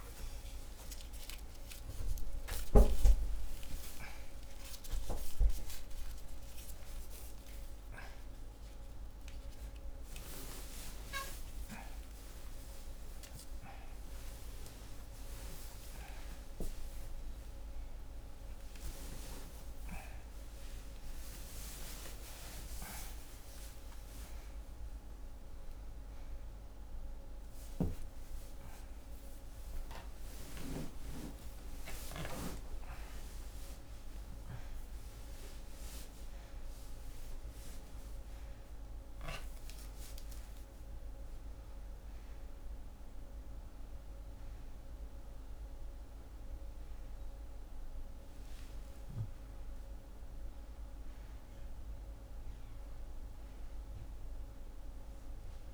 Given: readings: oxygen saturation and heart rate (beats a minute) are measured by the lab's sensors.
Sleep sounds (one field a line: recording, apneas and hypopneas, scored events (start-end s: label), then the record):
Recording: a person awake in a sleep study, by a room microphone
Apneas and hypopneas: none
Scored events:
none scored
From the record:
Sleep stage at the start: awake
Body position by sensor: on the back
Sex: female